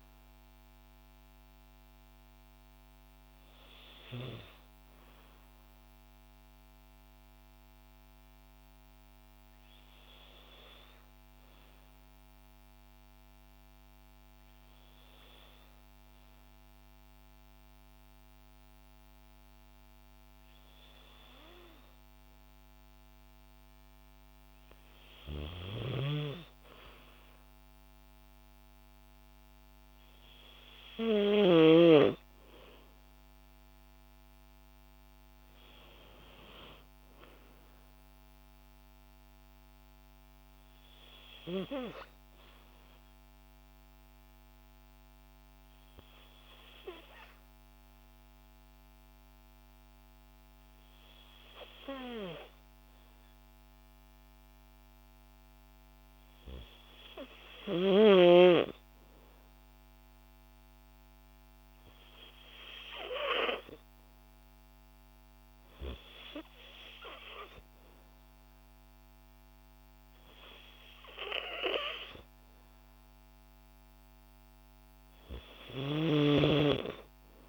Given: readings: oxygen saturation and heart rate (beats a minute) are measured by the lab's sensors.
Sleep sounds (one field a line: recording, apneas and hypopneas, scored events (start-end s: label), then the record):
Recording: breathing in sleep by a microphone on the trachea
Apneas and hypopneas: 2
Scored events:
0.00-14.00 s: oxygen desaturation (device-marked, oxygen 95% before, 91% lowest, heart rate 60 before, 54 extreme)
11.50-21.50 s: hypopnea (oxygen 95% before, 92% lowest, heart rate 60 before, 55 extreme, up 5 after)
23.50-27.00 s: arousal
43.50-54.50 s: hypopnea (oxygen 97% before, 92% lowest, heart rate 58 before, 54 extreme, up 2 after)
58.50-62.50 s: arousal
65.00-77.00 s: oxygen desaturation (device-marked, oxygen 96% before, 92% lowest, heart rate 56 before, 54 extreme)
From the record:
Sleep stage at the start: N2 (light sleep)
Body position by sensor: on the back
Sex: female